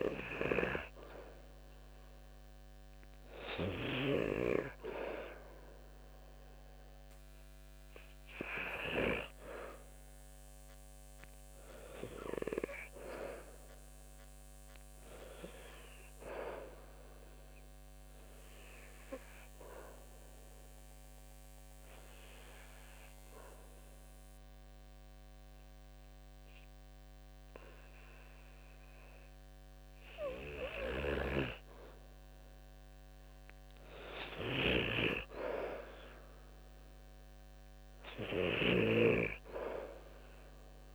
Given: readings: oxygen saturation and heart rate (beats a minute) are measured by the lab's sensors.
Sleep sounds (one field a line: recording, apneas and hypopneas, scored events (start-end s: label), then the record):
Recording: breathing in sleep by a microphone on the trachea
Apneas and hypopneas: 1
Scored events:
0.00-5.50 s: oxygen desaturation (device-marked, oxygen 92% lowest, heart rate 63 extreme)
15.50-31.50 s: oxygen desaturation (device-marked, oxygen 94% before, 90% lowest, heart rate 71 before, 64 extreme)
19.00-32.00 s: obstructive apnea (oxygen 95% before, 90% lowest, heart rate 71 before, 66 extreme, up 4 after)
34.50-37.50 s: arousal
From the record:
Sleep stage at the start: N2 (light sleep)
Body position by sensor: on the back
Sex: male